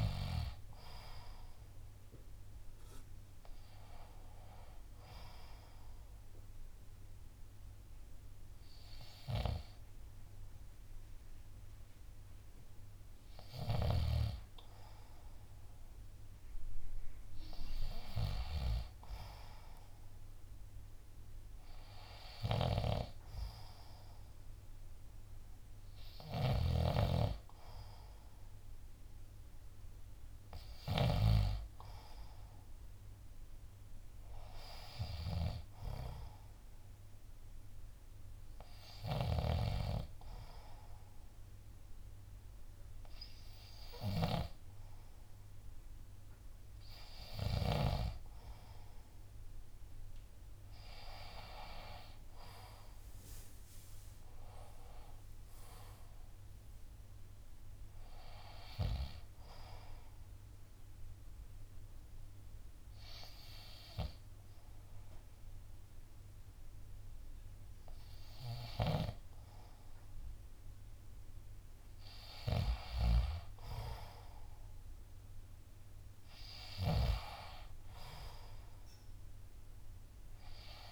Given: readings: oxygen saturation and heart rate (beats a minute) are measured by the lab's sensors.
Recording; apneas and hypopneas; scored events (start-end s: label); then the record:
breathing in sleep by a room microphone; 1
4.50-21.50 s: oxygen desaturation (device-marked, oxygen 93% before, 88% lowest, heart rate 69 before, 65 extreme)
22.50-31.50 s: snoring (device-marked)
23.50-37.50 s: oxygen desaturation (device-marked, oxygen 93% before, 89% lowest, heart rate 69 before, 67 extreme)
53.50-56.50 s: arousal
60.00-71.00 s: obstructive apnea (oxygen 90% before, 87% lowest, heart rate 70 before, 64 extreme, up 9 after)
73.50-78.00 s: arousal
75.50-80.91 s: drop in pulse transit time (device-marked, heart rate 67 before, 67 extreme)
From the record:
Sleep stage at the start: N2 (light sleep); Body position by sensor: on the left side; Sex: male